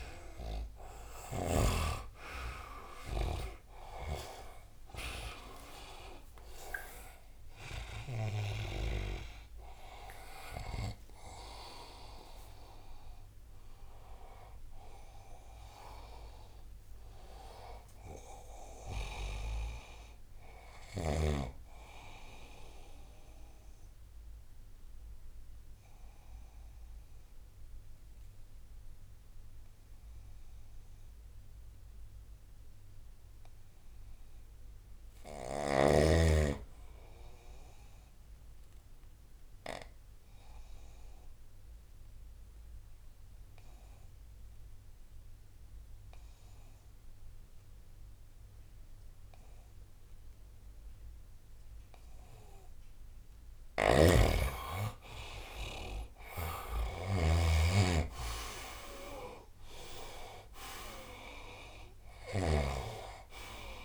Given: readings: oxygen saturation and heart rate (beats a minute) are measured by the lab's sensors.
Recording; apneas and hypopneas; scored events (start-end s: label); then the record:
breathing in sleep by a room microphone; 2
0.00-1.50 s: snoring (device-marked)
3.50-8.00 s: snoring (device-marked)
11.50-16.50 s: arousal
22.00-33.00 s: obstructive apnea (oxygen 97% before, 88% lowest, heart rate 88 before, 70 extreme, up 5 after)
34.50-37.00 s: arousal
38.50-53.50 s: obstructive apnea (oxygen 98% before, 88% lowest, heart rate 79 before, 70 extreme, up 13 after)
41.50-63.85 s: oxygen desaturation (device-marked, oxygen 98% before, 88% lowest, heart rate 78 before, 70 extreme)
53.50-63.85 s: snoring (device-marked)
56.00-59.50 s: arousal
From the record:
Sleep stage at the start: N2 (light sleep); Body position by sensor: on the right side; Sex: male